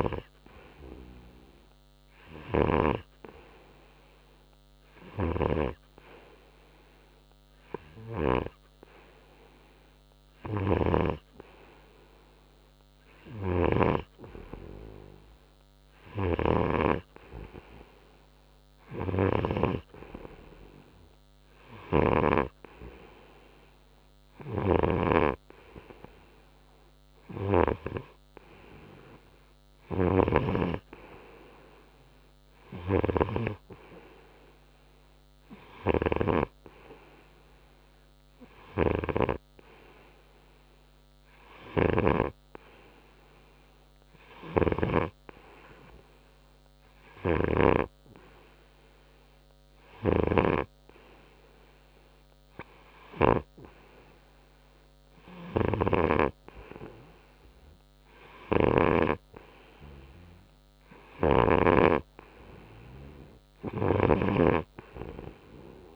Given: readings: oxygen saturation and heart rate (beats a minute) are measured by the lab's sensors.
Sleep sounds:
breathing in sleep by a microphone on the trachea; none
13.50-20.00 s: snoring (device-marked)
22.00-42.50 s: snoring (device-marked)
44.50-48.00 s: snoring (device-marked)
58.50-62.00 s: snoring (device-marked)
64.00-65.96 s: snoring (device-marked)
From the record:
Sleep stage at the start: N3 (deep sleep); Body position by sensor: on the right side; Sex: male

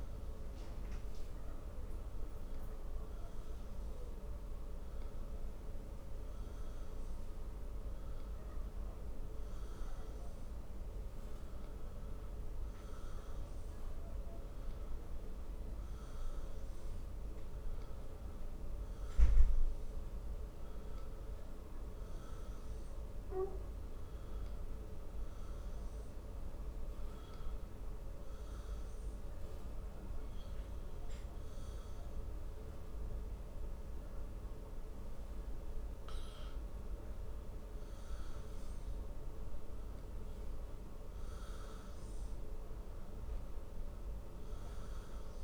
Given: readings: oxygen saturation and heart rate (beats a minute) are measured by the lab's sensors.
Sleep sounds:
breathing in sleep, hard to hear, by a room microphone; 1
21.50-25.00 s: arousal
27.00-39.00 s: hypopnea (oxygen 96% before, 92% lowest, heart rate 64 before, 56 extreme, up 10 after)
43.00-45.44 s: arousal
From the record:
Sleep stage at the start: N1 (lightest sleep); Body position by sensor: on the back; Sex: male

